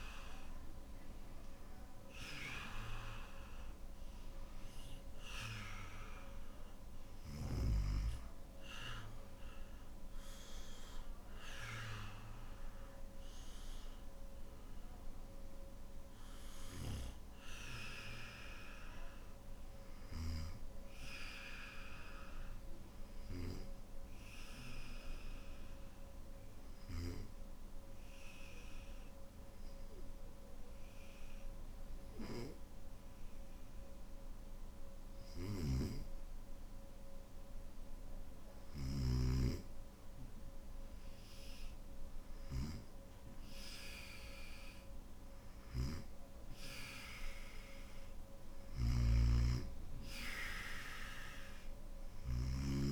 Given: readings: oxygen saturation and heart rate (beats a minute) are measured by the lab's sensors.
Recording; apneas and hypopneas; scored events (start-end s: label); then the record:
breathing in sleep by a room microphone; 1
22.50-35.00 s: hypopnea (oxygen 97% before, 95% lowest, heart rate 60 before, 51 extreme, up 5 after)
35.00-39.00 s: snoring (device-marked)
48.00-52.92 s: snoring (device-marked)
From the record:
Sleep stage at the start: N3 (deep sleep); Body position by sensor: on the back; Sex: male